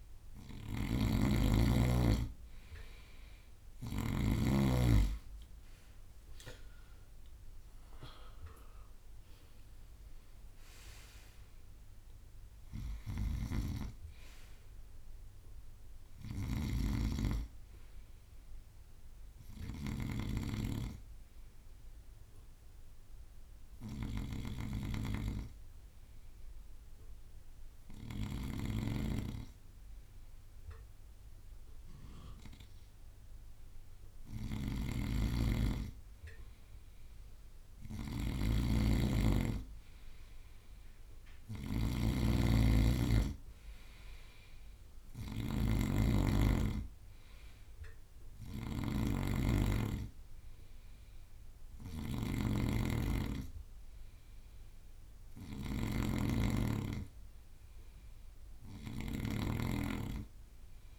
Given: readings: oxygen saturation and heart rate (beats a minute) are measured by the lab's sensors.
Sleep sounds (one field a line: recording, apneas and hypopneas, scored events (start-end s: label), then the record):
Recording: breathing in sleep by a room microphone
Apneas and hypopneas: 1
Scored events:
0.00-3.00 s: bradycardia (device-marked, heart rate 55 extreme)
0.00-4.50 s: snoring (device-marked)
6.00-9.50 s: arousal
7.00-18.00 s: drop in pulse transit time (device-marked, heart rate 57 before, 53 extreme)
11.00-21.00 s: bradycardia (device-marked, heart rate 58 before, 53 extreme)
13.00-28.50 s: snoring (device-marked)
21.50-33.00 s: hypopnea (oxygen 95% before, 94% lowest, heart rate 60 before, 53 extreme, up 0 after)
25.00-27.00 s: long interval between heartbeats (device-marked, heart rate 60 before, 66 extreme)
29.00-42.00 s: bradycardia (device-marked, heart rate 58 before, 57 extreme)
34.50-60.99 s: snoring (device-marked)
36.50-41.00 s: arousal
40.00-50.00 s: drop in pulse transit time (device-marked, heart rate 61 before, 57 extreme)
48.00-60.99 s: bradycardia (device-marked, heart rate 58 before, 53 extreme)
From the record:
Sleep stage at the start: N2 (light sleep)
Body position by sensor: on the right side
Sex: male